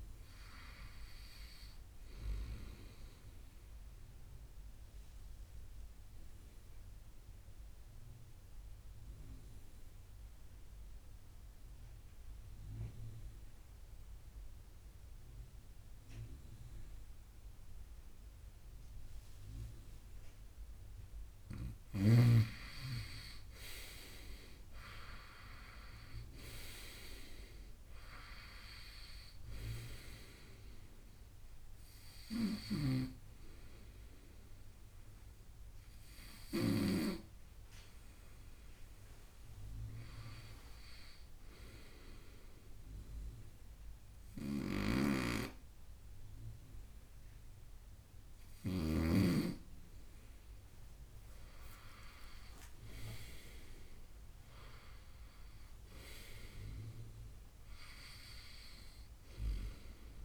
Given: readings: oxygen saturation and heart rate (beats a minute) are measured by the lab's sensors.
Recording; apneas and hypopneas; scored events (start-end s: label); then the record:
breathing in sleep by a room microphone; 2
5.00-22.00 s: obstructive apnea (oxygen 96% before, 92% lowest, heart rate 75 before, 65 extreme, up 15 after)
23.50-26.50 s: arousal
26.00-46.00 s: oxygen desaturation (device-marked, oxygen 96% before, 92% lowest, heart rate 70 before, 68 extreme)
42.00-53.00 s: obstructive apnea (oxygen 96% before, 90% lowest, heart rate 77 before, 67 extreme, up 5 after)
54.50-58.00 s: arousal
From the record:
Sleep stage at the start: N2 (light sleep); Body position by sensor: on the right side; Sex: male